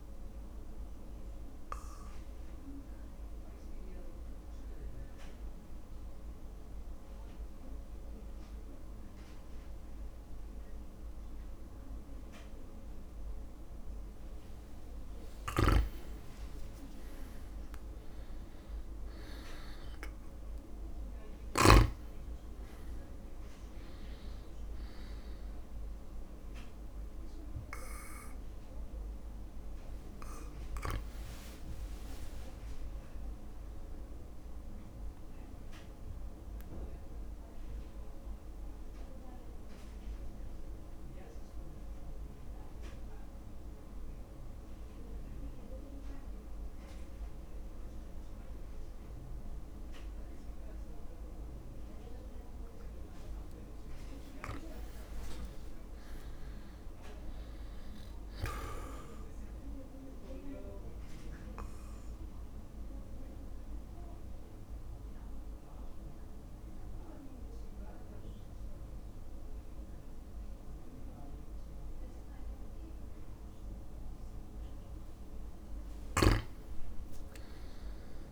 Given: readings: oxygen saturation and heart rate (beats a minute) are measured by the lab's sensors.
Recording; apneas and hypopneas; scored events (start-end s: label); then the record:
breathing in sleep by a room microphone; 3
0.00-3.00 s: oxygen desaturation (device-marked, oxygen 94% lowest, heart rate 52 extreme)
1.00-15.50 s: obstructive apnea (oxygen 99% before, 94% lowest, heart rate 60 before, 52 extreme, up 17 after)
6.50-8.50 s: long interval between heartbeats (device-marked, heart rate 60 before, 60 extreme)
15.50-17.50 s: long interval between heartbeats (device-marked, heart rate 59 before, 67 extreme)
15.50-22.00 s: snoring (device-marked)
18.00-22.50 s: arousal
29.00-45.00 s: oxygen desaturation (device-marked, oxygen 97% before, 94% lowest, heart rate 61 before, 54 extreme)
34.00-46.00 s: drop in pulse transit time (device-marked, heart rate 61 before, 56 extreme)
36.00-52.00 s: mixed apnea (oxygen 99% before, 94% lowest, heart rate 61 before, 54 extreme, up 7 after)
55.00-57.50 s: arousal
59.00-61.00 s: long interval between heartbeats (device-marked, heart rate 57 before, 59 extreme)
60.50-74.00 s: obstructive apnea (oxygen 99% before, 91% lowest, heart rate 57 before, 54 extreme, up 5 after)
66.00-78.32 s: oxygen desaturation (device-marked, oxygen 99% before, 94% lowest, heart rate 57 before, 55 extreme)
76.00-78.32 s: arousal
From the record:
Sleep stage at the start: N2 (light sleep); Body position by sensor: on the back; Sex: male